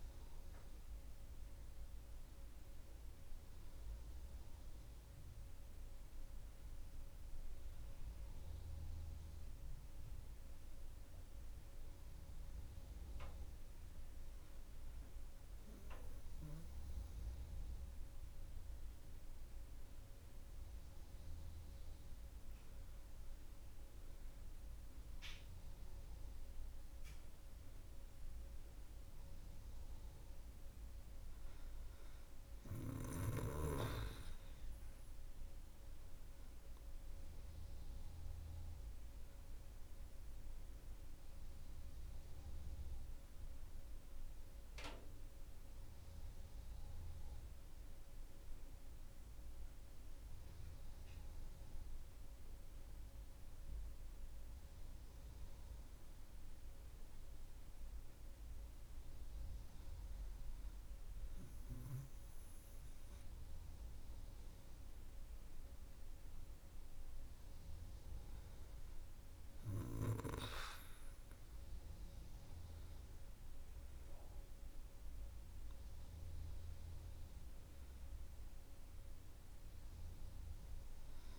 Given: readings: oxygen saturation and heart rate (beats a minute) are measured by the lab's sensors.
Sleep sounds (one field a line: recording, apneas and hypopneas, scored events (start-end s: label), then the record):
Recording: breathing in sleep, hard to hear, by a room microphone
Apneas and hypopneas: none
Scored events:
7.50-81.39 s: new sleep stage, N2 (light sleep)
From the record:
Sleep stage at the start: N1 (lightest sleep)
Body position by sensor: on the back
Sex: female